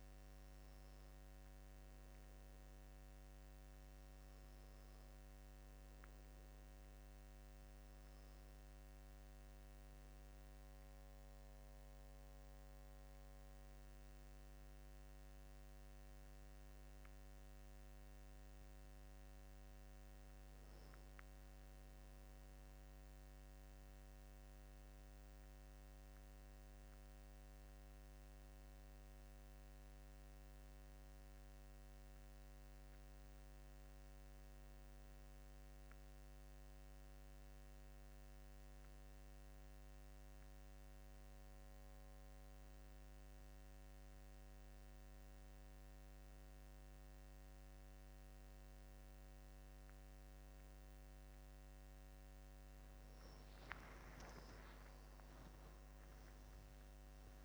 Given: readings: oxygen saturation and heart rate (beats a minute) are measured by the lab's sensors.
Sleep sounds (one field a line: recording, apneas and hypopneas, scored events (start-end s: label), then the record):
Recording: breathing in sleep, hard to hear, by a microphone on the trachea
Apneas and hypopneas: none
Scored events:
54.00-57.45 s: arousal
From the record:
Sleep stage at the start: N2 (light sleep)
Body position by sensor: on the back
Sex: male